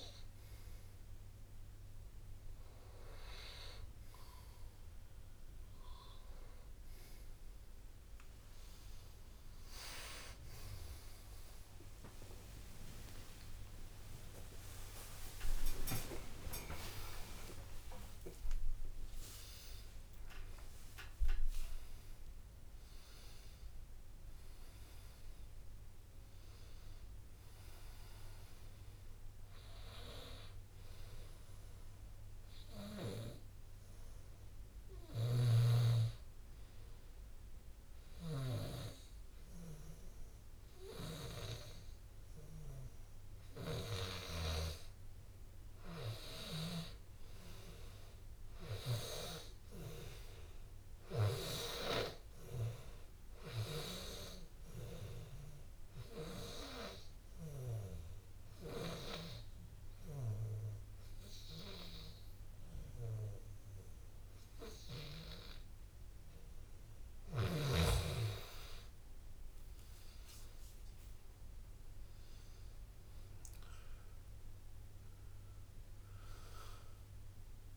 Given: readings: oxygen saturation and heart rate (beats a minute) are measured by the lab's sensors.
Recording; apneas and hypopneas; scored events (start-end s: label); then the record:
breathing in sleep by a room microphone; 2
9.50-16.50 s: arousal
10.50-12.50 s: long interval between heartbeats (device-marked, heart rate 65 before, 76 extreme)
13.50-15.50 s: long interval between heartbeats (device-marked, heart rate 66 before, 89 extreme)
15.00-20.00 s: tachycardia (device-marked, heart rate 66 before, 110 extreme)
17.50-19.50 s: long interval between heartbeats (device-marked, heart rate 70 before, 93 extreme)
26.50-28.50 s: long interval between heartbeats (device-marked)
33.50-44.50 s: hypopnea (oxygen 98% before, 93% lowest)
47.00-51.00 s: arousal
54.00-69.00 s: oxygen desaturation (device-marked, oxygen 99% before, 94% lowest)
56.00-67.00 s: obstructive apnea (oxygen 99% before, 93% lowest)
71.50-76.50 s: arousal
From the record:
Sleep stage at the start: N2 (light sleep); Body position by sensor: on the back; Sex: male